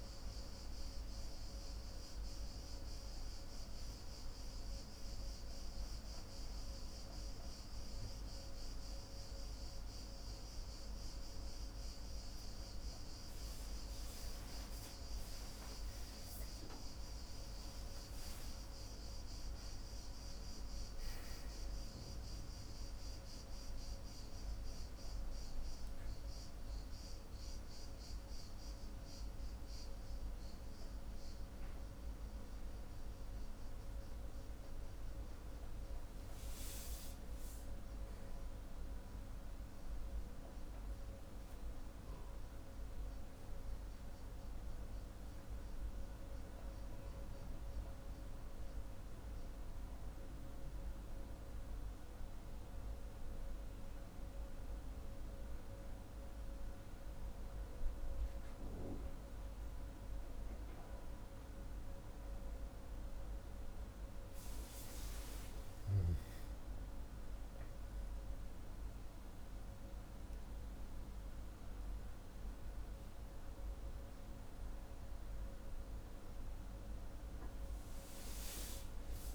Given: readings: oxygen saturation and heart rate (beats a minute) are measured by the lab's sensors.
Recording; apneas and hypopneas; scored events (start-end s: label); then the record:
breathing in sleep, hard to hear, by a room microphone; 2
3.00-13.50 s: hypopnea (oxygen 97% before, 93% lowest, heart rate 60 before, 55 extreme, up 8 after)
17.50-20.50 s: arousal
20.50-34.50 s: oxygen desaturation (device-marked, oxygen 96% before, 93% lowest, heart rate 57 before, 55 extreme)
43.00-58.00 s: hypopnea (oxygen 96% before, 94% lowest, heart rate 58 before, 56 extreme, up 4 after)
66.00-69.50 s: arousal
From the record:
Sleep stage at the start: N2 (light sleep); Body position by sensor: on the back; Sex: male